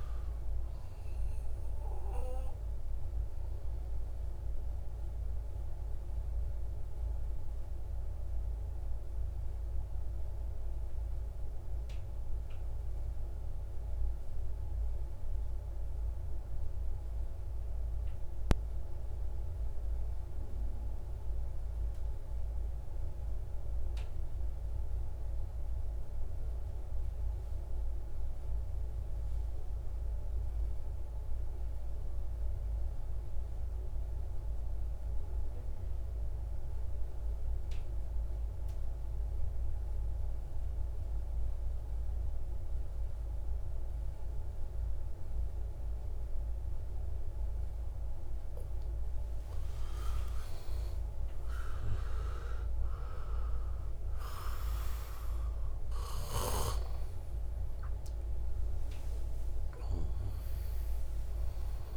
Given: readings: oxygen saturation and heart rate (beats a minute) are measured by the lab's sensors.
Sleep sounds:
breathing in sleep by a room microphone; 1
0.00-13.50 s: oxygen desaturation (device-marked, oxygen 93% lowest, heart rate 106 extreme)
2.50-48.50 s: mixed apnea (oxygen 98% before, 87% lowest, heart rate 176 before, 106 extreme, up 31 after)
46.50-61.97 s: oxygen desaturation (device-marked, oxygen 96% before, 87% lowest, heart rate 149 before, 102 extreme)
49.50-54.00 s: arousal
From the record:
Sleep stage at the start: N2 (light sleep); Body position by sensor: on the right side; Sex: male

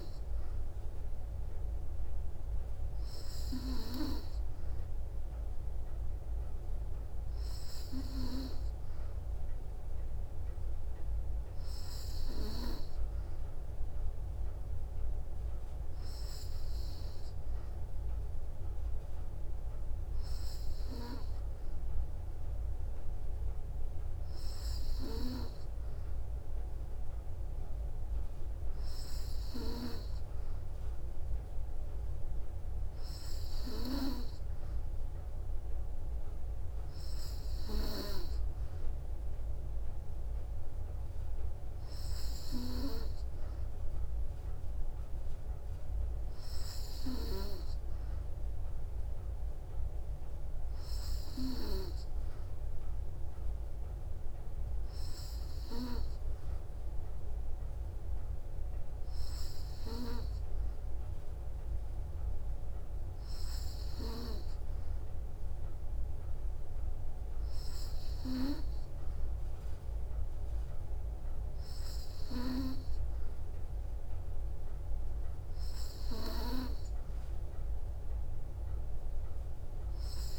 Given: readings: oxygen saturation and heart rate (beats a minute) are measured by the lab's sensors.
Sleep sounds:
breathing in sleep by a room microphone; none
none scored
From the record:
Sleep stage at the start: N3 (deep sleep); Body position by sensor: on the back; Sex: female

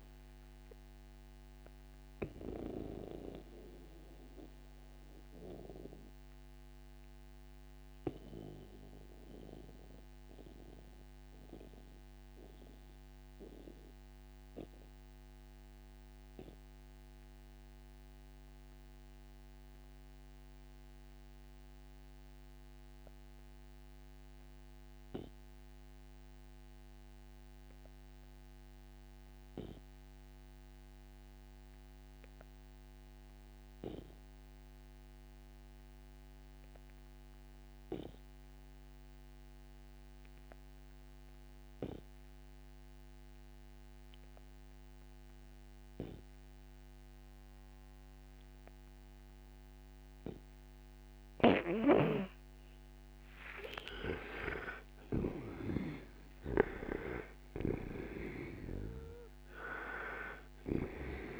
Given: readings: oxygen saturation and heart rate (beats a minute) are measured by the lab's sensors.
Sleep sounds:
breathing in sleep by a microphone on the trachea; 1
0.00-28.50 s: oxygen desaturation (device-marked, oxygen 82% lowest, heart rate 58 extreme)
1.00-52.00 s: mixed apnea (oxygen 98% before, 74% lowest, heart rate 66 before, 58 extreme, up 34 after)
34.50-61.40 s: oxygen desaturation (device-marked, oxygen 99% before, 74% lowest, heart rate 62 before, 59 extreme)
53.50-58.00 s: arousal
From the record:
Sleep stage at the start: N2 (light sleep); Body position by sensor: on the right side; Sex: male

